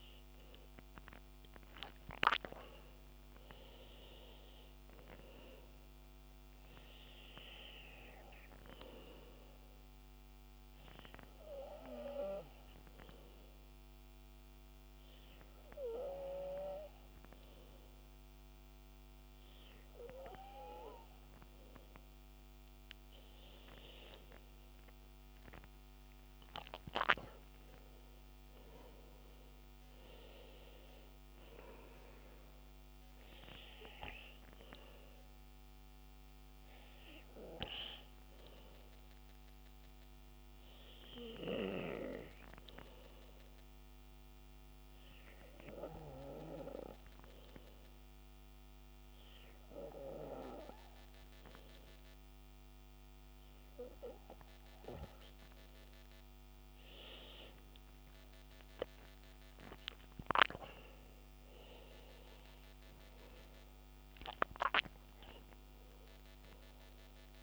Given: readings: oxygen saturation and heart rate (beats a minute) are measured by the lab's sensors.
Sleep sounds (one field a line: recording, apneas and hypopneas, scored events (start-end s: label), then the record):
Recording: breathing in sleep by a microphone on the trachea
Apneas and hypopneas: 2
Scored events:
0.00-1.50 s: arousal
8.50-21.00 s: hypopnea (oxygen 97% before, 96% lowest, heart rate 67 before, 61 extreme, up 19 after)
22.50-27.50 s: arousal
36.00-52.50 s: hypopnea (oxygen 98% before, 96% lowest, heart rate 71 before, 61 extreme, up 14 after)
55.50-60.50 s: arousal
From the record:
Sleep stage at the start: N2 (light sleep)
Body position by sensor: on the back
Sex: male